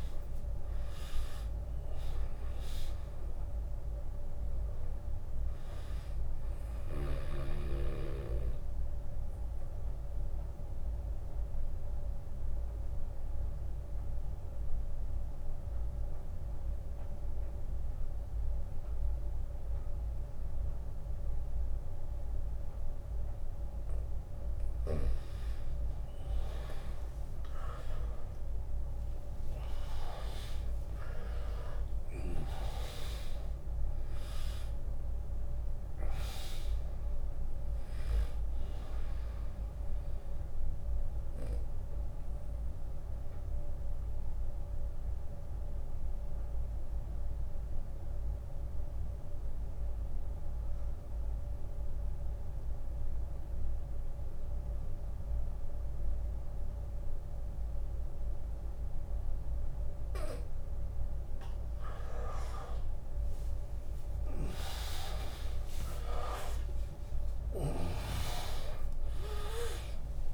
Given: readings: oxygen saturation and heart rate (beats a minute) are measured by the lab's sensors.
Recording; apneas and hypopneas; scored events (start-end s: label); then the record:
breathing in sleep by a room microphone; 2
1.50-21.50 s: oxygen desaturation (device-marked, oxygen 100% before, 96% lowest, heart rate 71 before, 67 extreme)
6.50-22.50 s: obstructive apnea (oxygen 100% before, 94% lowest, heart rate 73 before, 67 extreme, up 18 after)
25.50-29.50 s: arousal
26.50-41.50 s: drop in pulse transit time (device-marked, heart rate 77 before, 78 extreme)
33.50-54.50 s: oxygen desaturation (device-marked, oxygen 100% before, 96% lowest, heart rate 78 before, 62 extreme)
39.00-60.00 s: obstructive apnea (oxygen 100% before, 92% lowest, heart rate 81 before, 62 extreme, up 34 after)
63.50-68.50 s: arousal
64.00-66.00 s: long interval between heartbeats (device-marked, heart rate 71 before, 84 extreme)
65.50-70.34 s: drop in pulse transit time (device-marked, heart rate 72 before, 84 extreme)
65.50-70.34 s: oxygen desaturation (device-marked, oxygen 100% before, 92% lowest, heart rate 72 before, 65 extreme)
From the record:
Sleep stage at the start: N2 (light sleep); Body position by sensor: on the right side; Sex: male